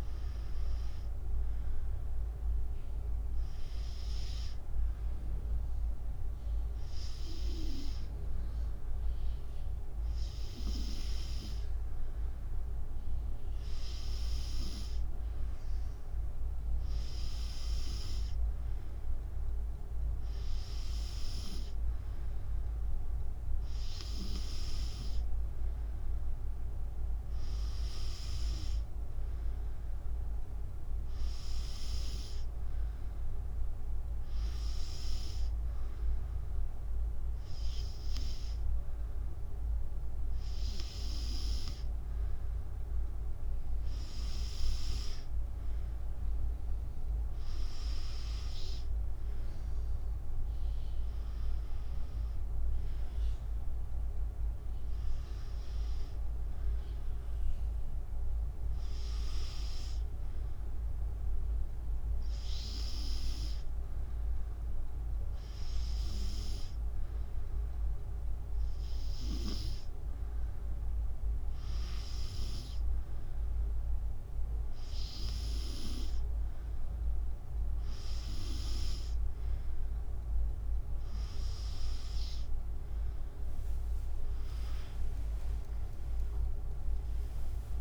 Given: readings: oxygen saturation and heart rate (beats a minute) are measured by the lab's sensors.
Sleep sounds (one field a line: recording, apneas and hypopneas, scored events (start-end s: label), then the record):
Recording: breathing in sleep by a room microphone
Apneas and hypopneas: none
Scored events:
0.00-2.00 s: drop in pulse transit time (device-marked, heart rate 75 extreme)
46.00-60.00 s: drop in pulse transit time (device-marked, heart rate 74 before, 74 extreme)
51.00-66.00 s: oxygen desaturation (device-marked, oxygen 93% before, 90% lowest, heart rate 74 before, 72 extreme)
81.00-87.81 s: oxygen desaturation (device-marked, oxygen 94% before, 90% lowest, heart rate 75 before, 72 extreme)
83.00-87.81 s: drop in pulse transit time (device-marked, heart rate 75 before, 78 extreme)
85.50-87.81 s: arousal
From the record:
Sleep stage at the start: N2 (light sleep)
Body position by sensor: on the back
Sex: female